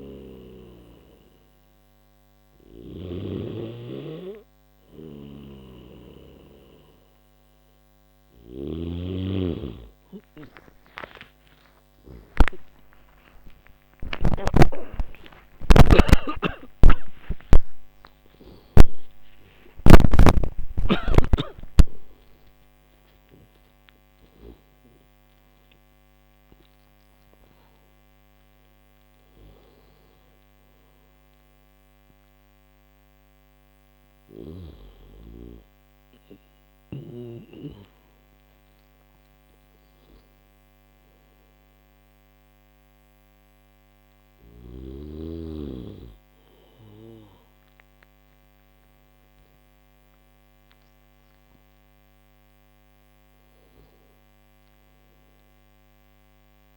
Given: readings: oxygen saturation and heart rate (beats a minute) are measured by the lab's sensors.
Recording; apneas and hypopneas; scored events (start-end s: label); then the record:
breathing in sleep by a microphone on the trachea; none
0.00-2.50 s: snoring (device-marked)
4.50-8.00 s: snoring (device-marked)
15.00-20.50 s: snoring (device-marked)
From the record:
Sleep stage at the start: N1 (lightest sleep); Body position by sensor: on the back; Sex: male